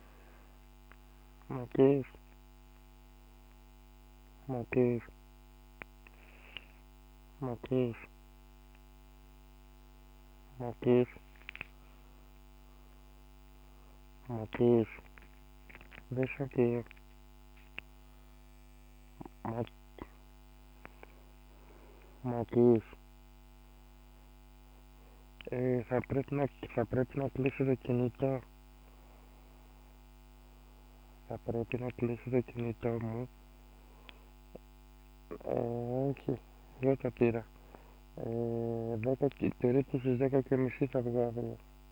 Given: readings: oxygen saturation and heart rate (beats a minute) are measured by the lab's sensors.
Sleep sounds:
a person awake in a sleep study, by a microphone on the trachea; none
0.00-15.00 s: snoring (device-marked)
22.50-26.00 s: snoring (device-marked)
28.00-39.00 s: snoring (device-marked)
From the record:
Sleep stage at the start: awake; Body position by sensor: on the back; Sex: male

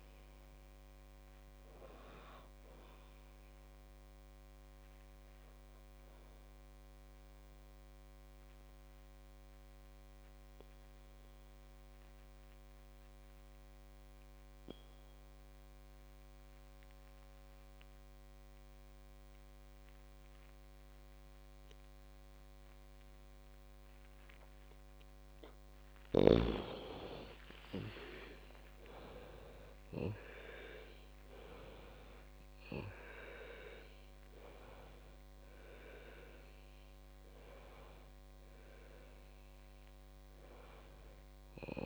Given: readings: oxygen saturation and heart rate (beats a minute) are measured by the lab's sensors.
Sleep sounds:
breathing in sleep by a microphone on the trachea; 1
0.00-17.00 s: oxygen desaturation (device-marked, oxygen 91% lowest, heart rate 50 extreme)
7.50-26.00 s: obstructive apnea (oxygen 96% before, 91% lowest, heart rate 64 before, 51 extreme, up 33 after)
28.00-32.00 s: arousal
33.00-41.86 s: oxygen desaturation (device-marked, oxygen 98% before, 91% lowest, heart rate 60 before, 50 extreme)
From the record:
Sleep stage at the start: N2 (light sleep); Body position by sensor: on the back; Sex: female

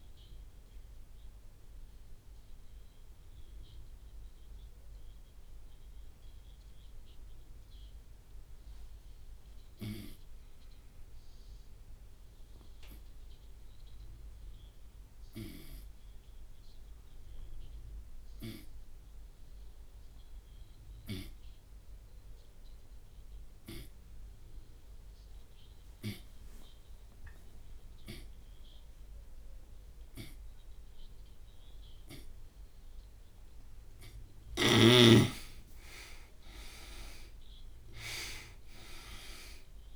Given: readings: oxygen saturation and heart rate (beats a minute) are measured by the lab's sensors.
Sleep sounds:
breathing in sleep by a room microphone; 1
0.00-2.00 s: oxygen desaturation (device-marked, oxygen 93% lowest)
1.50-34.50 s: obstructive apnea (oxygen 99% before, 87% lowest)
8.00-21.00 s: oxygen desaturation (device-marked, oxygen 95% before, 87% lowest)
33.00-39.96 s: oxygen desaturation (device-marked, oxygen 99% before, 92% lowest)
38.00-39.96 s: arousal
From the record:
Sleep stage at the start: N2 (light sleep); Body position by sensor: on the right side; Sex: male

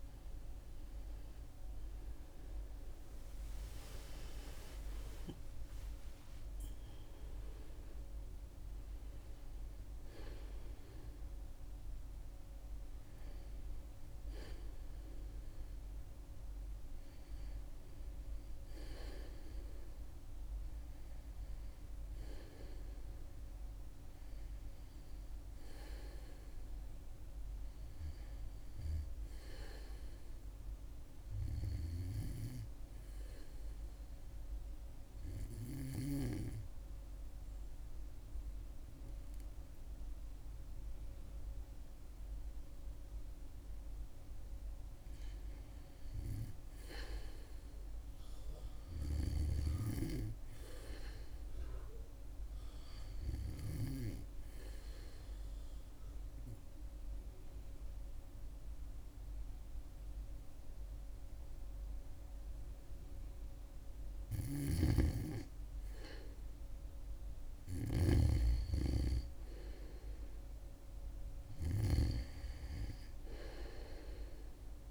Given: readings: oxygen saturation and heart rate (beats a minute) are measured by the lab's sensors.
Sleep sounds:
breathing in sleep by a room microphone; 2
1.00-6.00 s: arousal
5.50-19.50 s: oxygen desaturation (device-marked, oxygen 95% before, 92% lowest, heart rate 75 before, 71 extreme)
33.00-43.50 s: obstructive apnea (oxygen 100% before, 96% lowest, heart rate 74 before, 69 extreme, up 0 after)
45.00-49.00 s: arousal
49.50-60.50 s: oxygen desaturation (device-marked, oxygen 99% before, 96% lowest, heart rate 71 before, 69 extreme)
56.00-66.00 s: obstructive apnea (oxygen 100% before, 95% lowest, heart rate 71 before, 69 extreme, up 5 after)
64.00-68.00 s: snoring (device-marked)
68.00-72.00 s: arousal
From the record:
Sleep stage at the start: REM sleep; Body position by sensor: on the back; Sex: female

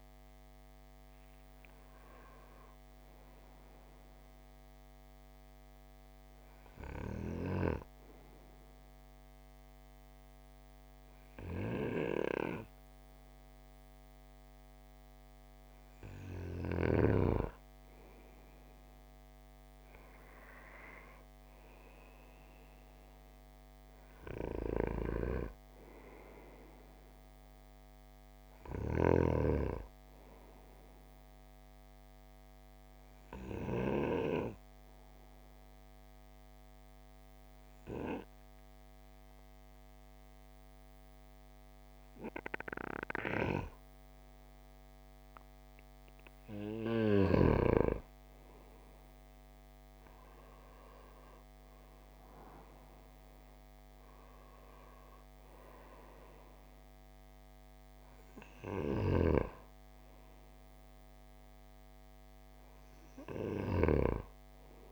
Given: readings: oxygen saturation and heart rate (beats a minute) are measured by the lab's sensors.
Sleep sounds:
breathing in sleep by a microphone on the trachea; 2
0.00-4.00 s: oxygen desaturation (device-marked, oxygen 91% lowest)
6.00-16.50 s: obstructive apnea (oxygen 96% before, 90% lowest)
21.00-24.00 s: arousal
27.00-44.00 s: oxygen desaturation (device-marked, oxygen 94% before, 90% lowest)
30.50-46.00 s: obstructive apnea (oxygen 94% before, 90% lowest)
49.50-54.00 s: arousal
From the record:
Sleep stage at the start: N2 (light sleep); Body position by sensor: on the right side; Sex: male

